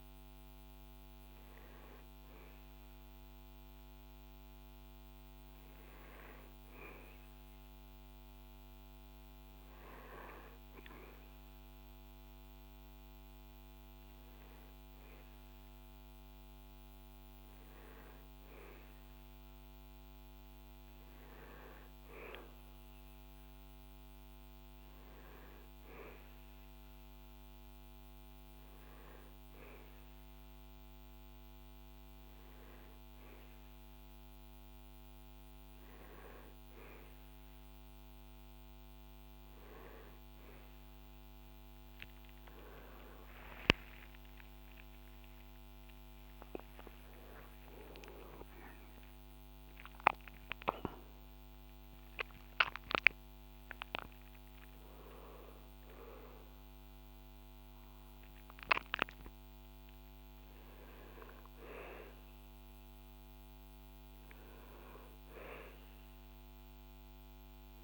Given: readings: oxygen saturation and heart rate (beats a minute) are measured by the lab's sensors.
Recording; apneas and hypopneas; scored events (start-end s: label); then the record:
a person awake in a sleep study, by a microphone on the trachea; none
28.50-67.84 s: new sleep stage, awake
From the record:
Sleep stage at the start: N1 (lightest sleep); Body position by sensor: on the back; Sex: male